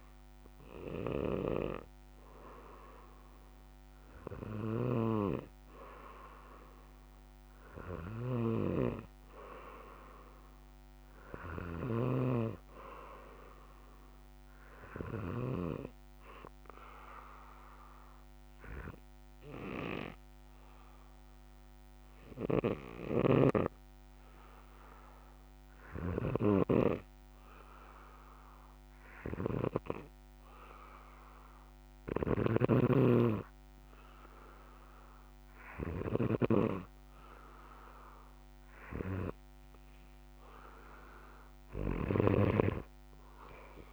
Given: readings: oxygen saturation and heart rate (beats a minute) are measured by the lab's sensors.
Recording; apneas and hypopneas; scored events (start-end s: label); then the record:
breathing in sleep by a microphone on the trachea; 1
0.00-1.50 s: snoring (device-marked)
8.00-15.50 s: snoring (device-marked)
16.50-39.00 s: hypopnea (oxygen 97% before, 93% lowest, heart rate 65 before, 64 extreme, up 11 after)
22.50-42.50 s: snoring (device-marked)
41.00-43.93 s: arousal
From the record:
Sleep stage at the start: N2 (light sleep); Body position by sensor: on the back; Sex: male